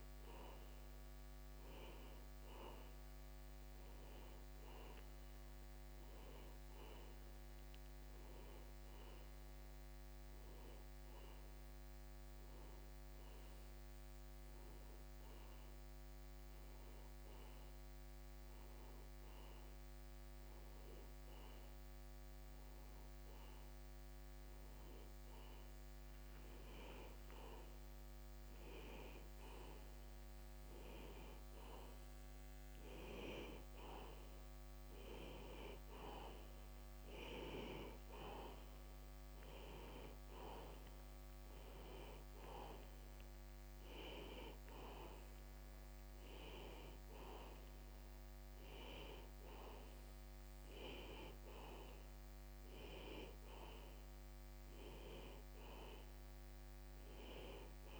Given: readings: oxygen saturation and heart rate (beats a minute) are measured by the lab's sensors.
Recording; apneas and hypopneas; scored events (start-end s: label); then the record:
breathing in sleep by a microphone on the trachea; 1
0.00-10.00 s: oxygen desaturation (device-marked, oxygen 90% lowest)
6.00-25.00 s: hypopnea (oxygen 97% before, 87% lowest, heart rate 37 before, 35 extreme, up 21 after)
27.00-30.50 s: arousal
35.00-57.99 s: oxygen desaturation (device-marked, oxygen 97% before, 87% lowest, heart rate 52 before, 38 extreme)
From the record:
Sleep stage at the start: N2 (light sleep); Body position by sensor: on the back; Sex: male